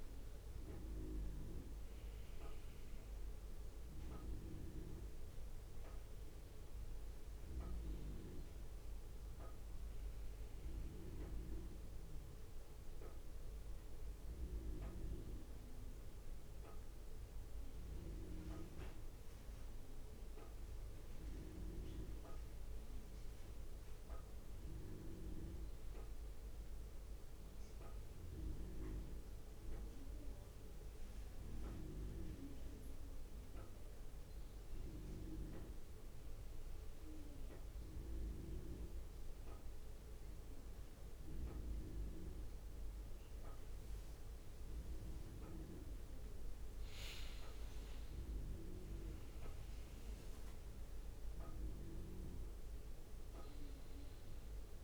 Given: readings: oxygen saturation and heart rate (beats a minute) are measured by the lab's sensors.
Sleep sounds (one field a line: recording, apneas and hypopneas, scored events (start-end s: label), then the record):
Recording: breathing in sleep by a room microphone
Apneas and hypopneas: 1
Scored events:
28.00-32.50 s: arousal
37.00-47.00 s: central apnea (oxygen 97% before, 95% lowest, heart rate 62 before, 63 extreme, up 5 after)
49.00-53.00 s: arousal
From the record:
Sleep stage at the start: N1 (lightest sleep)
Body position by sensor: on the front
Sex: male